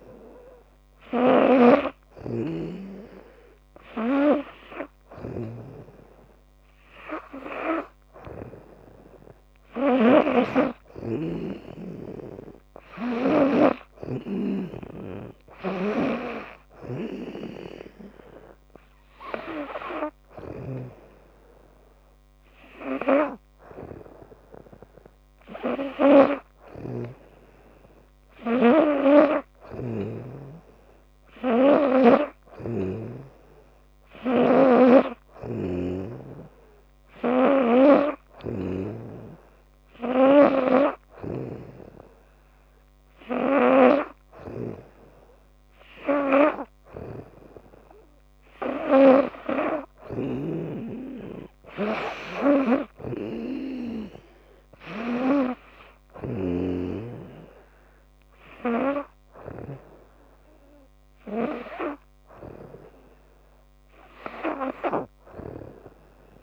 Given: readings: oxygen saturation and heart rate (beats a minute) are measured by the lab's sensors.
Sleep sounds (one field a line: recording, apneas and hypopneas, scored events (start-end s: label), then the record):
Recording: breathing in sleep by a microphone on the trachea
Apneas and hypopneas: none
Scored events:
1.50-13.50 s: snoring (device-marked)
15.50-20.50 s: snoring (device-marked)
26.50-30.00 s: snoring (device-marked)
32.00-56.00 s: snoring (device-marked)
From the record:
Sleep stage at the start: N2 (light sleep)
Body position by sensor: on the back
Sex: female